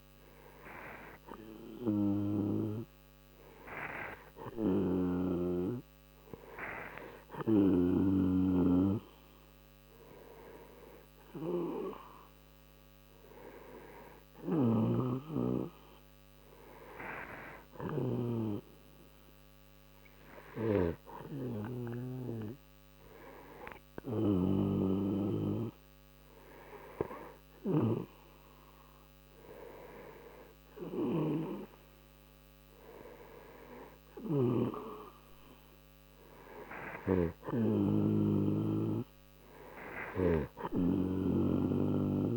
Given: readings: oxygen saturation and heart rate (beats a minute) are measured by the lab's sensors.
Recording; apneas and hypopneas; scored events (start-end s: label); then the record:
breathing in sleep by a microphone on the trachea; none
5.00-8.50 s: snoring (device-marked)
From the record:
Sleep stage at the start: N2 (light sleep); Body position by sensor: on the right side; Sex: male